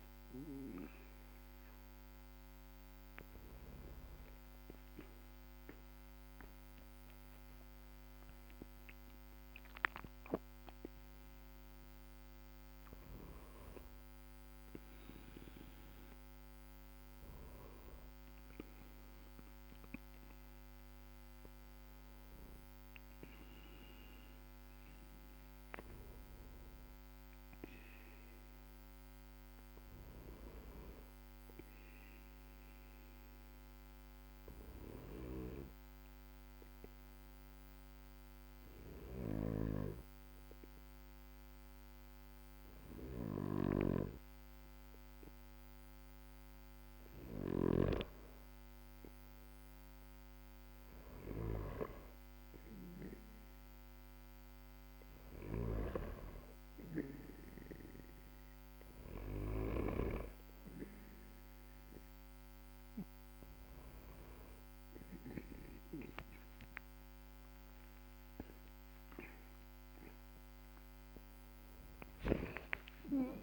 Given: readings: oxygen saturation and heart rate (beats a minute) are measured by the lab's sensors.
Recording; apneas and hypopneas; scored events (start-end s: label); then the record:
breathing in sleep by a microphone on the trachea; 1
7.00-73.43 s: new sleep stage, N2 (light sleep)
29.50-44.50 s: hypopnea (oxygen 97% before, 94% lowest, heart rate 58 before, 47 extreme, up 14 after)
38.50-47.50 s: snoring (device-marked)
46.00-50.00 s: arousal
55.00-59.50 s: snoring (device-marked)
From the record:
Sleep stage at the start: N1 (lightest sleep); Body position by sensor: on the back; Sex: male